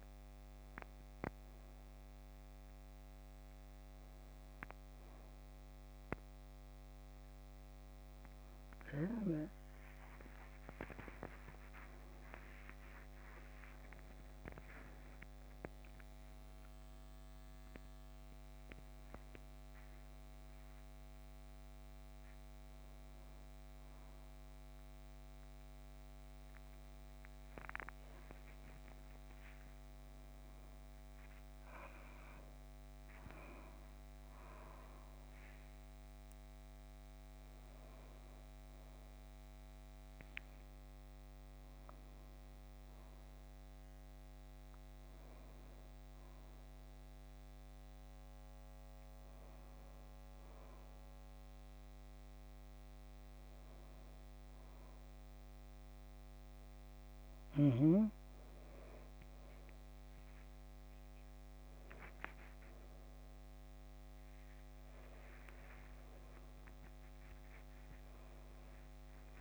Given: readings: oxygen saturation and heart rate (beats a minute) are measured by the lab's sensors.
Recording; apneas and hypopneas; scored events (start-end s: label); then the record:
a person awake in a sleep study, by a microphone on the trachea; none
none scored
From the record:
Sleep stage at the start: awake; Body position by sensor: on the back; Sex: female